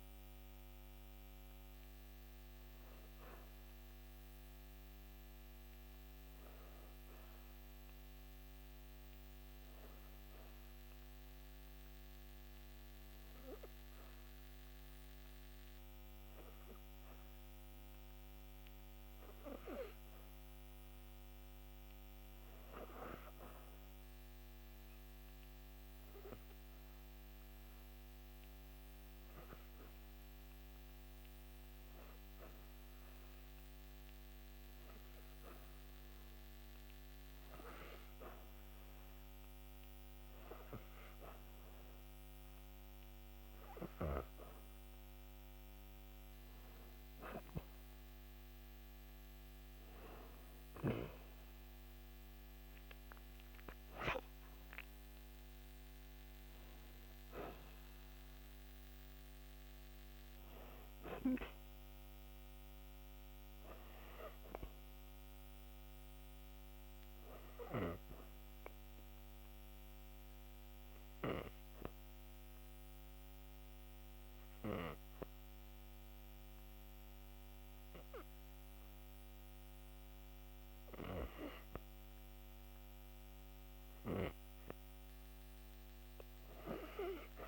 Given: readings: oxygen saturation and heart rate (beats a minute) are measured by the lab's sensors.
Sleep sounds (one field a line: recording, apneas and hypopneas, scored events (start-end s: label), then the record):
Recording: breathing in sleep by a microphone on the trachea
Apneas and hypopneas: 2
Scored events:
3.00-45.00 s: hypopnea (oxygen 93% before, 88% lowest)
19.50-43.50 s: oxygen desaturation (device-marked, oxygen 96% before, 88% lowest)
49.50-54.50 s: arousal
65.50-83.00 s: obstructive apnea (oxygen 98% before, 91% lowest)
72.50-87.48 s: new sleep stage, N2 (light sleep)
85.50-87.48 s: arousal
From the record:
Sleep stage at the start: REM sleep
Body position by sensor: on the back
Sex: female